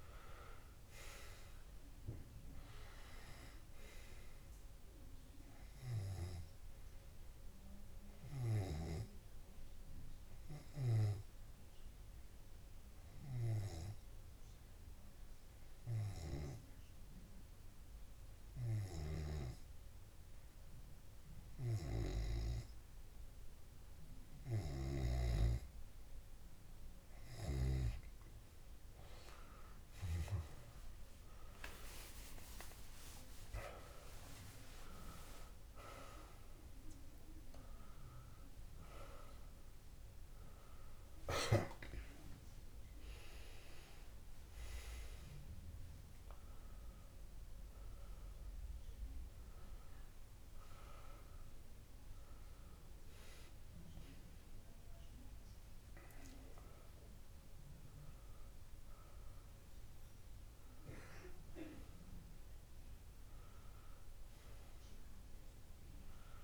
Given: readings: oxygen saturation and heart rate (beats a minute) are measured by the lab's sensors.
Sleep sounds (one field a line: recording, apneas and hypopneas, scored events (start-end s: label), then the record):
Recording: a person partly awake in a sleep study, by a room microphone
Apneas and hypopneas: 1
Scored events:
0.00-9.50 s: oxygen desaturation (device-marked, oxygen 94% lowest)
13.00-25.50 s: obstructive apnea (oxygen 98% before, 95% lowest)
32.50-62.50 s: new sleep stage, awake
45.50-47.50 s: tachycardia (device-marked)
48.50-50.50 s: long interval between heartbeats (device-marked)
57.00-59.00 s: long interval between heartbeats (device-marked)
62.50-66.44 s: new sleep stage, N2 (light sleep)
From the record:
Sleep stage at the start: N2 (light sleep)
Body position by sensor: on the left side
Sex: male